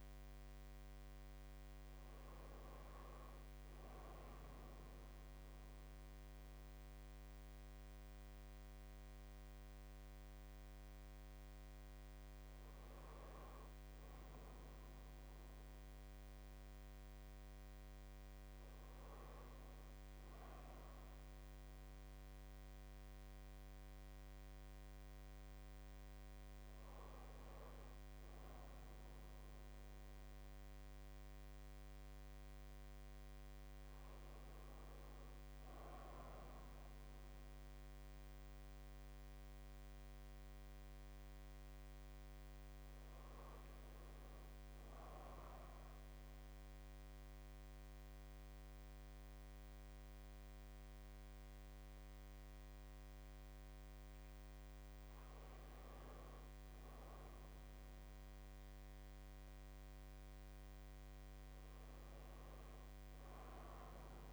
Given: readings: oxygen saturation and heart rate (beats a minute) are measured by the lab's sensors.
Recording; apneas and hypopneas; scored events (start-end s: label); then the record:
breathing in sleep, hard to hear, by a microphone on the trachea; none
22.50-64.33 s: new sleep stage, N2 (light sleep)
From the record:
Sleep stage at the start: N1 (lightest sleep); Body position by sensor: on the right side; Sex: male